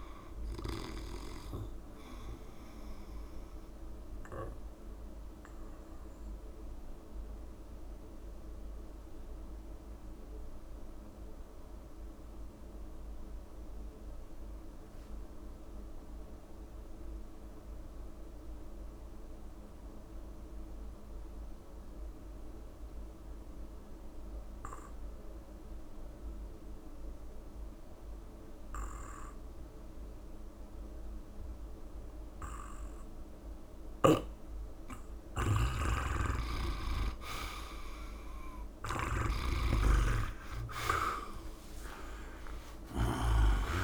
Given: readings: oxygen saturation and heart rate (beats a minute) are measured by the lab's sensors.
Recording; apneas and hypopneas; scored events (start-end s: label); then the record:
breathing in sleep by a room microphone; 1
0.00-14.00 s: oxygen desaturation (device-marked, oxygen 80% lowest, heart rate 64 extreme)
4.00-34.50 s: obstructive apnea (oxygen 98% before, 80% lowest, heart rate 80 before, 64 extreme, up 14 after)
29.00-43.84 s: oxygen desaturation (device-marked, oxygen 99% before, 88% lowest, heart rate 68 before, 66 extreme)
38.50-43.84 s: snoring (device-marked)
41.50-43.84 s: arousal
From the record:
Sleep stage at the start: N2 (light sleep); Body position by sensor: on the back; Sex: male